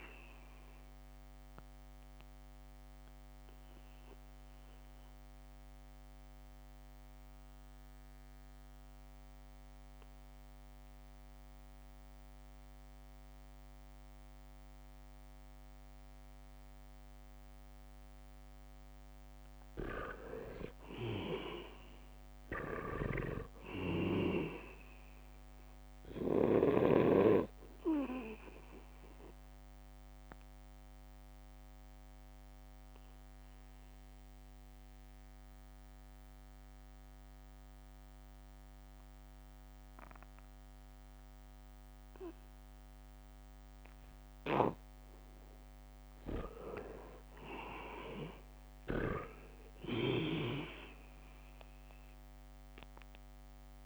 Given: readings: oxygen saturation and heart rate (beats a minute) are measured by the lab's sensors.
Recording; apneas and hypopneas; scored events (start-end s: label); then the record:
breathing in sleep by a microphone on the trachea; 2
0.00-1.00 s: leg movement (device-marked)
0.00-15.00 s: oxygen desaturation (device-marked, oxygen 81% lowest, heart rate 75 extreme)
4.00-20.00 s: obstructive apnea (oxygen 98% before, 81% lowest, heart rate 76 before, 77 extreme, up 2 after)
22.00-40.00 s: oxygen desaturation (device-marked, oxygen 99% before, 85% lowest, heart rate 78 before, 75 extreme)
22.50-25.50 s: arousal
23.50-27.50 s: snoring (device-marked)
31.00-44.50 s: obstructive apnea (oxygen 99% before, 83% lowest, heart rate 79 before, 75 extreme, up 1 after)
46.00-53.86 s: oxygen desaturation (device-marked, oxygen 98% before, 84% lowest, heart rate 78 before, 74 extreme)
47.00-51.50 s: arousal
From the record:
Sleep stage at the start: N2 (light sleep); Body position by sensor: on the back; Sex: male